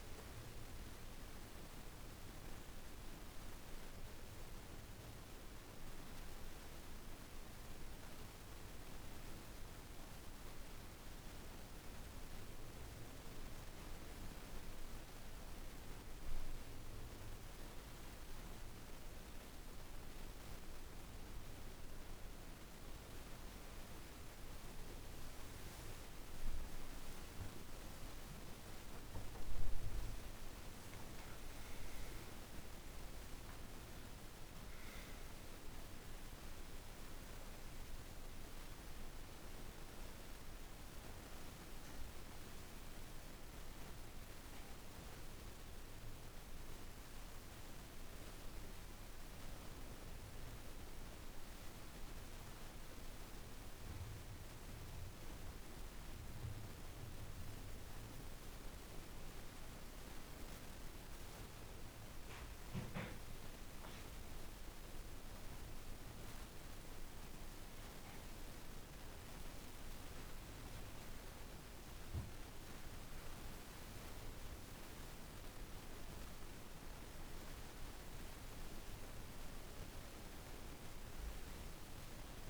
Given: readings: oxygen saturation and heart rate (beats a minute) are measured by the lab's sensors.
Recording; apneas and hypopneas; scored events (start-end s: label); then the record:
a person awake in a sleep study, hard to hear, by a room microphone; none
35.00-82.50 s: new sleep stage, awake
From the record:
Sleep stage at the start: N1 (lightest sleep); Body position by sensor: on the back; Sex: female